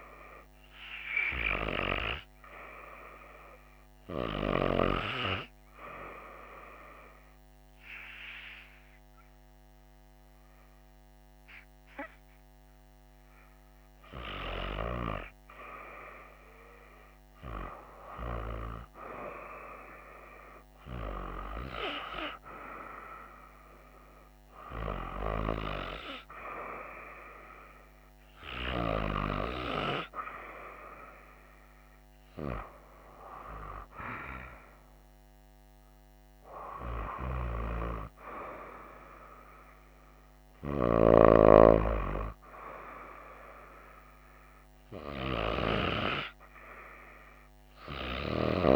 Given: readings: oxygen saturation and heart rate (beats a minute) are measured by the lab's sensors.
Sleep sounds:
breathing in sleep by a microphone on the trachea; 1
6.50-16.50 s: hypopnea (oxygen 94% before, 91% lowest, heart rate 64 before, 65 extreme, up 2 after)
17.50-22.00 s: arousal
From the record:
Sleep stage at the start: REM sleep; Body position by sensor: on the right side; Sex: female

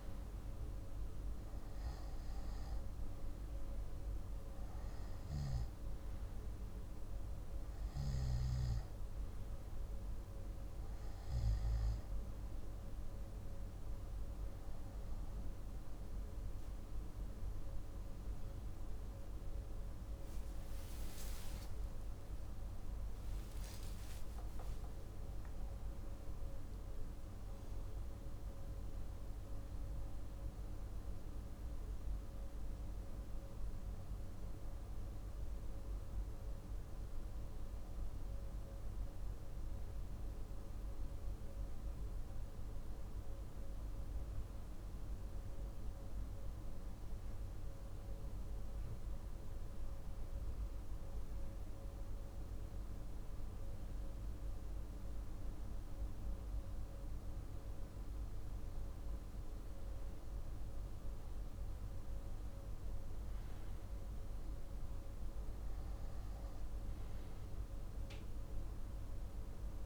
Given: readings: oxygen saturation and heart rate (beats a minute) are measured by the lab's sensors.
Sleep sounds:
breathing in sleep, hard to hear, by a room microphone; 1
0.00-18.00 s: oxygen desaturation (device-marked, oxygen 93% lowest, heart rate 53 extreme)
21.00-27.50 s: arousal
24.50-26.50 s: long interval between heartbeats (device-marked, heart rate 58 before, 71 extreme)
39.50-54.50 s: central apnea (oxygen 98% before, 94% lowest, heart rate 64 before, 48 extreme, up 9 after)
56.50-61.50 s: arousal
61.00-69.86 s: oxygen desaturation (device-marked, oxygen 98% before, 94% lowest, heart rate 51 before, 53 extreme)
From the record:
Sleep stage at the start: N2 (light sleep); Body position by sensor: on the back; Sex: male

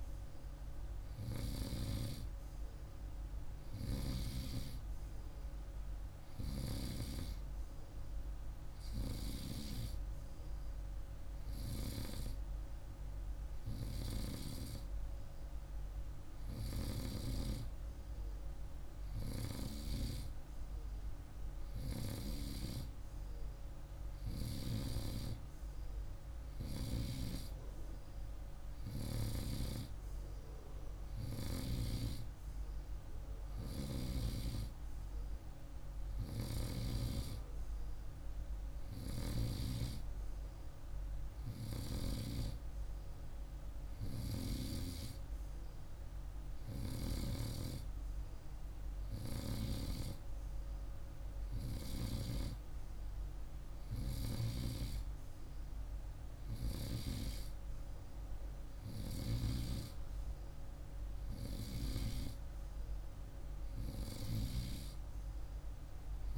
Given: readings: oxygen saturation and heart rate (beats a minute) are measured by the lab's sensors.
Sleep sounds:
breathing in sleep by a room microphone; none
none scored
From the record:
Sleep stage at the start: N2 (light sleep); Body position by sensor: on the right side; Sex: male

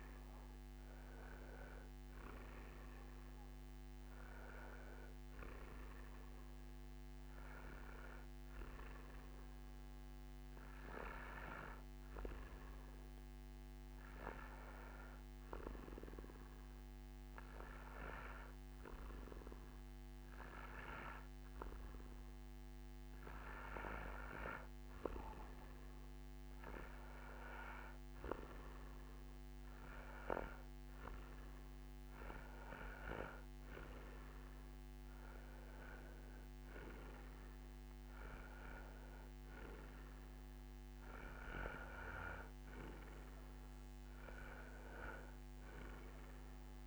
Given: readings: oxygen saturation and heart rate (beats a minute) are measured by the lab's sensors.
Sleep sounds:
breathing in sleep by a microphone on the trachea; 1
0.00-6.00 s: oxygen desaturation (device-marked, oxygen 87% lowest, heart rate 58 extreme)
6.00-8.00 s: bradycardia (device-marked, heart rate 88 before, 61 extreme)
8.50-25.00 s: hypopnea (oxygen 97% before, 91% lowest, heart rate 66 before, 62 extreme, up 4 after)
27.50-31.00 s: arousal
28.00-46.87 s: oxygen desaturation (device-marked, oxygen 96% before, 91% lowest, heart rate 63 before, 60 extreme)
From the record:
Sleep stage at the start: N2 (light sleep); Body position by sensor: on the right side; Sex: male

